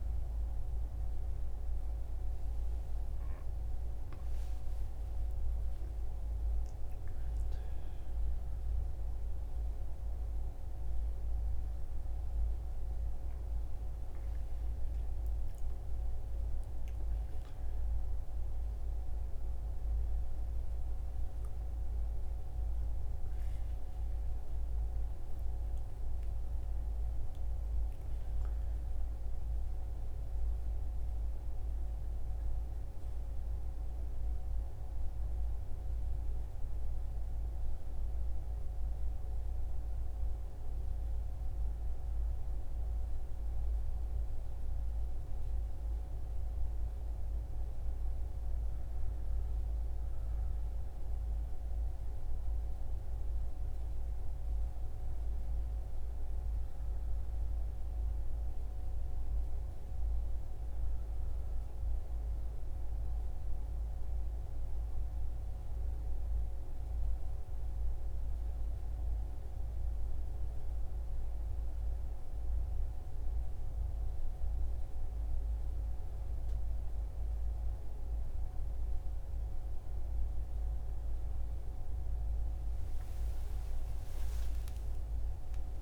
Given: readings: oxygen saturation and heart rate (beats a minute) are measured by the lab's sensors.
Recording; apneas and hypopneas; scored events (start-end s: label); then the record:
a person partly awake in a sleep study, hard to hear, by a room microphone; none
35.00-85.82 s: new sleep stage, N1 (lightest sleep)
From the record:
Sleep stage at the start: awake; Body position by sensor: on the right side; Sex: male